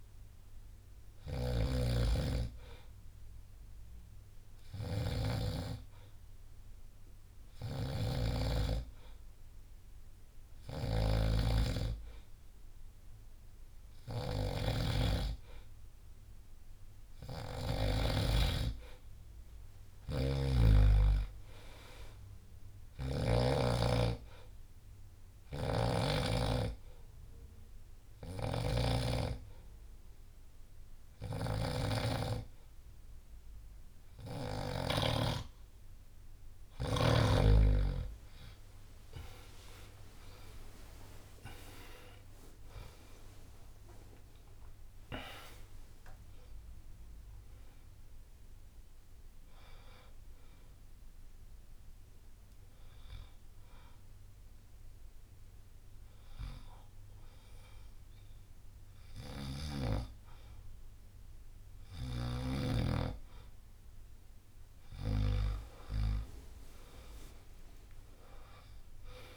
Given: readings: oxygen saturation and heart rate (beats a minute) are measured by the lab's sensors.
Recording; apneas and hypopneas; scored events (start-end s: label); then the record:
breathing in sleep by a room microphone; 3
0.00-18.00 s: snoring (device-marked)
2.00-13.00 s: hypopnea (oxygen 98% before, 93% lowest, heart rate 68 before, 59 extreme, up 5 after)
16.50-20.00 s: arousal
23.00-35.00 s: hypopnea (oxygen 97% before, 93% lowest, heart rate 65 before, 59 extreme, up 23 after)
25.00-28.50 s: snoring (device-marked)
38.00-40.00 s: long interval between heartbeats (device-marked, heart rate 66 before, 71 extreme)
43.00-52.00 s: drop in pulse transit time (device-marked, heart rate 68 before, 69 extreme)
51.50-62.50 s: hypopnea (oxygen 96% before, 91% lowest, heart rate 73 before, 60 extreme, up 8 after)
66.50-69.37 s: arousal
From the record:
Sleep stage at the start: N2 (light sleep); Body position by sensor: on the back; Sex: male